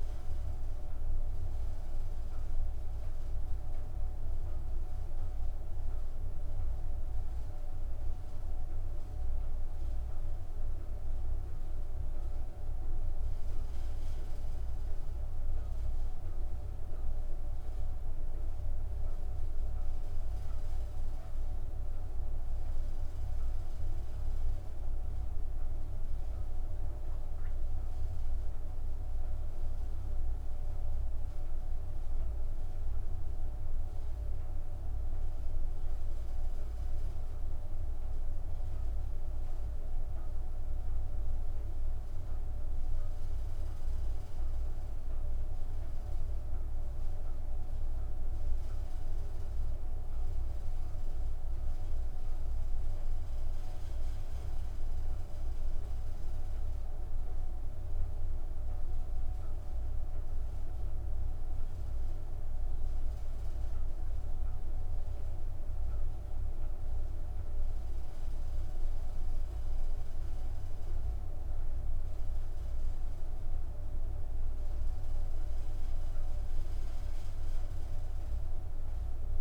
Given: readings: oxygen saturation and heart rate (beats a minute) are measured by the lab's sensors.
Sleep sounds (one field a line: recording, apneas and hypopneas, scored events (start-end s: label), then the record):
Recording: breathing in sleep, hard to hear, by a room microphone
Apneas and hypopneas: none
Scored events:
none scored
From the record:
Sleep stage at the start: N2 (light sleep)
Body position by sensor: on the back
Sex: female